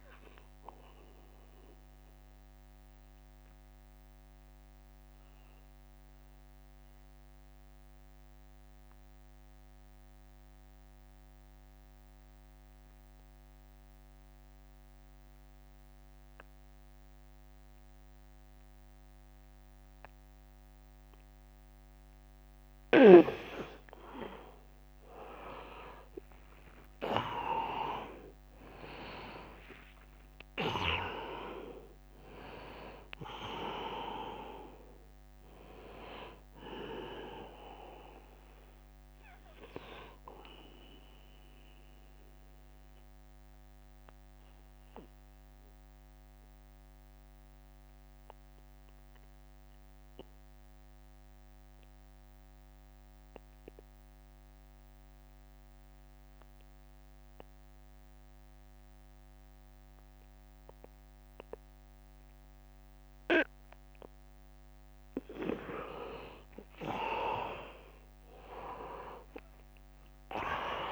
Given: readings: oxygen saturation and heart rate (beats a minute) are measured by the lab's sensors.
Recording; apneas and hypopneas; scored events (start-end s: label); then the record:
breathing in sleep by a microphone on the trachea; 2
0.00-9.00 s: oxygen desaturation (device-marked, oxygen 81% lowest, heart rate 68 extreme)
0.50-22.00 s: mixed apnea (oxygen 100% before, 81% lowest, heart rate 83 before, 68 extreme, up 19 after)
24.00-50.00 s: oxygen desaturation (device-marked, oxygen 100% before, 82% lowest, heart rate 74 before, 70 extreme)
25.00-29.50 s: arousal
26.00-40.00 s: drop in pulse transit time (device-marked, heart rate 74 before, 78 extreme)
42.00-64.00 s: mixed apnea (oxygen 100% before, 82% lowest, heart rate 80 before, 70 extreme, up 8 after)
42.50-44.50 s: long interval between heartbeats (device-marked, heart rate 80 before, 75 extreme)
67.00-70.92 s: oxygen desaturation (device-marked, oxygen 100% before, 84% lowest, heart rate 75 before, 75 extreme)
67.50-70.92 s: arousal
68.00-70.92 s: drop in pulse transit time (device-marked, heart rate 76 before, 74 extreme)
From the record:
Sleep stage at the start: N2 (light sleep); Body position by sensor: on the back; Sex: male